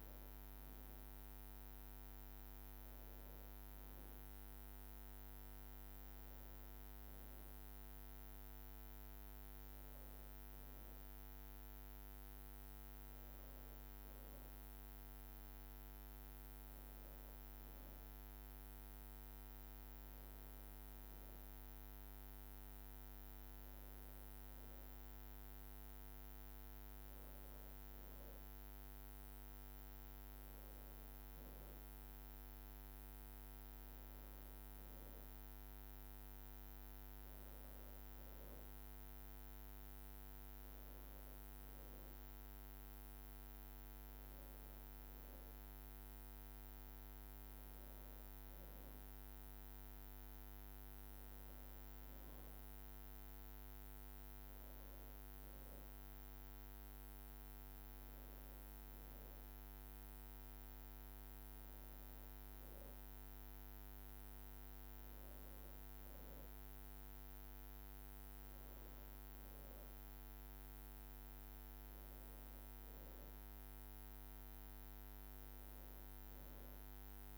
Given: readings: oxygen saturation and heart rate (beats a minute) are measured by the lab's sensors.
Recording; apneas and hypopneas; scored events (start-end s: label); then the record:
breathing in sleep, hard to hear, by a microphone on the trachea; none
none scored
From the record:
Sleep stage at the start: N2 (light sleep); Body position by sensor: on the back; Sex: female